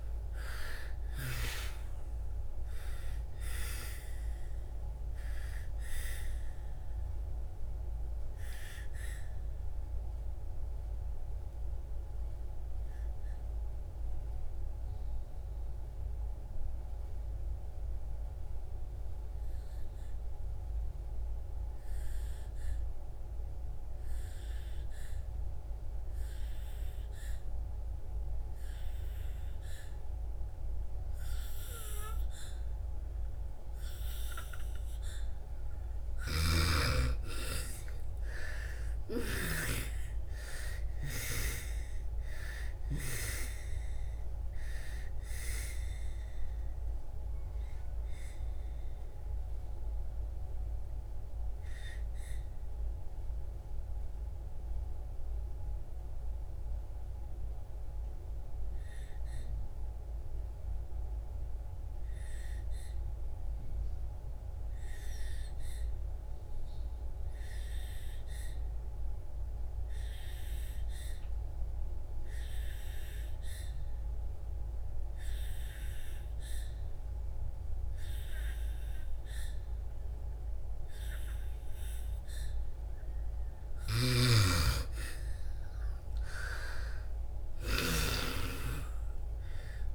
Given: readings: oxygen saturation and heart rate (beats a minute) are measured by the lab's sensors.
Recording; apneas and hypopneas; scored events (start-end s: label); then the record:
breathing in sleep by a room microphone; 2
0.00-22.00 s: oxygen desaturation (device-marked, oxygen 84% lowest)
6.50-34.50 s: obstructive apnea (oxygen 98% before, 82% lowest)
28.00-64.00 s: oxygen desaturation (device-marked, oxygen 98% before, 82% lowest)
35.50-39.00 s: snoring (device-marked)
37.50-42.00 s: arousal
49.00-82.50 s: mixed apnea (oxygen 98% before, 81% lowest)
74.00-89.95 s: oxygen desaturation (device-marked, oxygen 98% before, 81% lowest)
83.50-87.50 s: snoring (device-marked)
85.50-89.50 s: arousal
From the record:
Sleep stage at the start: N2 (light sleep); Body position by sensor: on the back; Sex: female